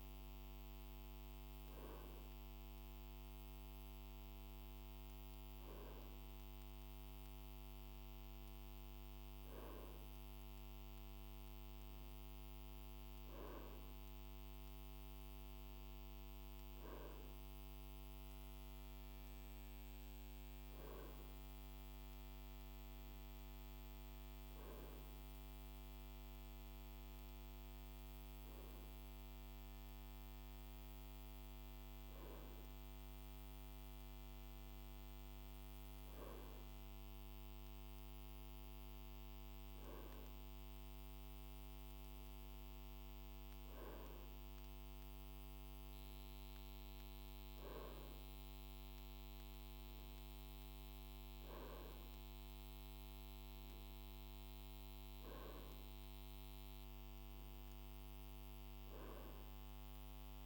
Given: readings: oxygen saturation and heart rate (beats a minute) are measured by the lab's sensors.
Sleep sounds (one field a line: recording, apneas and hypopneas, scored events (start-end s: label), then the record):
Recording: breathing in sleep, hard to hear, by a microphone on the trachea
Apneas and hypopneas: none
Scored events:
none scored
From the record:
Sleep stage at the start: N2 (light sleep)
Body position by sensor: on the right side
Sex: male